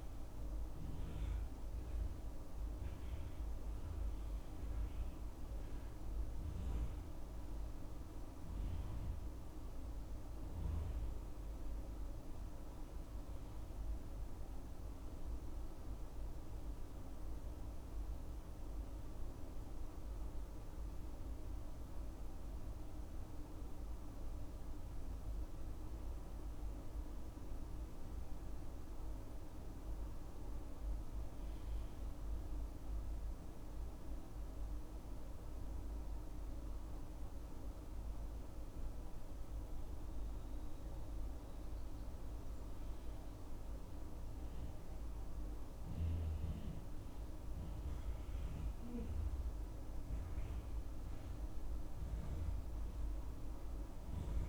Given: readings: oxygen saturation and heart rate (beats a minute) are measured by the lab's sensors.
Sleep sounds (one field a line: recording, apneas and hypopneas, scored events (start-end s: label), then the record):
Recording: breathing in sleep, hard to hear, by a room microphone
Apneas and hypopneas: 1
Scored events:
0.00-1.50 s: arousal
0.50-26.50 s: oxygen desaturation (device-marked, oxygen 97% before, 91% lowest, heart rate 68 before, 66 extreme)
15.50-28.50 s: central apnea (oxygen 97% before, 87% lowest, heart rate 71 before, 66 extreme, up 4 after)
30.00-33.00 s: arousal
33.50-50.50 s: oxygen desaturation (device-marked, oxygen 97% before, 90% lowest, heart rate 70 before, 66 extreme)
From the record:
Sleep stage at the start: N2 (light sleep)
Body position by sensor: on the left side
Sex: male